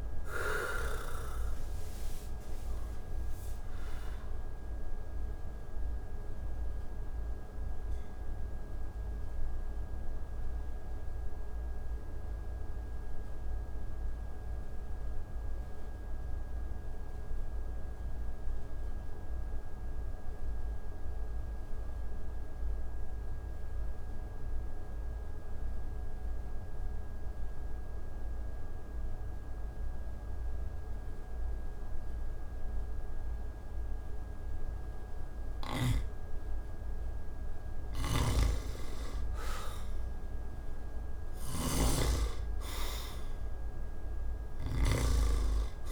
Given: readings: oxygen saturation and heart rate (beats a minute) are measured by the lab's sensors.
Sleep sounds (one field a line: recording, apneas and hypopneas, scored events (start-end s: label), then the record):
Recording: breathing in sleep by a room microphone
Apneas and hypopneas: 1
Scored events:
0.00-17.50 s: oxygen desaturation (device-marked, oxygen 87% lowest)
6.50-35.00 s: mixed apnea (oxygen 97% before, 82% lowest)
19.50-26.50 s: oxygen desaturation (device-marked, oxygen 91% before, 84% lowest)
37.50-44.50 s: snoring (device-marked)
37.50-45.92 s: oxygen desaturation (device-marked, oxygen 98% before, 82% lowest)
38.00-41.50 s: arousal
From the record:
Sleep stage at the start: N2 (light sleep)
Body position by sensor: on the back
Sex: male